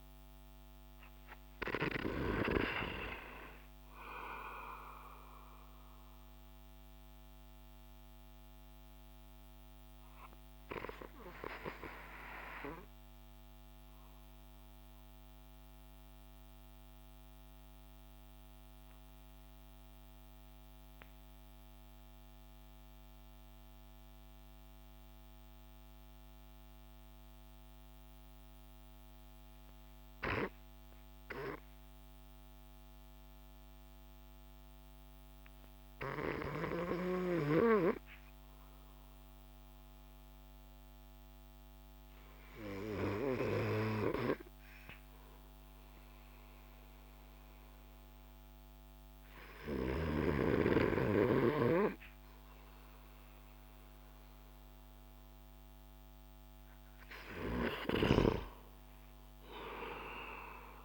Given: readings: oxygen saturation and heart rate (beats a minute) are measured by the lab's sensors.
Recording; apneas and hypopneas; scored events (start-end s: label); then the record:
breathing in sleep by a microphone on the trachea; 1
6.00-56.00 s: obstructive apnea (oxygen 94% before, 88% lowest)
6.50-21.50 s: oxygen desaturation (device-marked, oxygen 91% before, 88% lowest)
56.50-60.85 s: oxygen desaturation (device-marked, oxygen 96% before, 93% lowest)
58.00-60.85 s: arousal
From the record:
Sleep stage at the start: N2 (light sleep); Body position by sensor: on the back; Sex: male